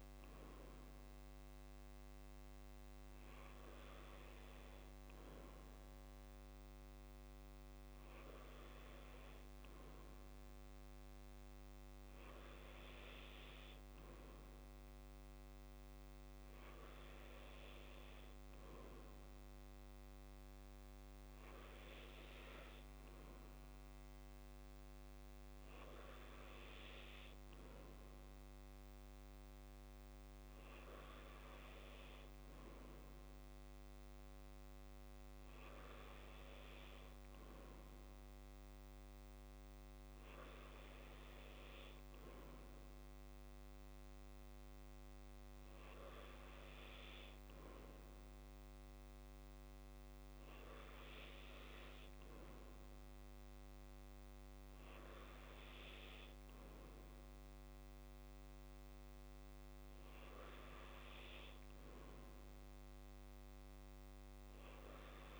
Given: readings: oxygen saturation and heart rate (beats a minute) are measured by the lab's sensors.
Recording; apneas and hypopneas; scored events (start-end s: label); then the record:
breathing in sleep, hard to hear, by a microphone on the trachea; none
none scored
From the record:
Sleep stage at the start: N2 (light sleep); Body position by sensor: on the back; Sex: male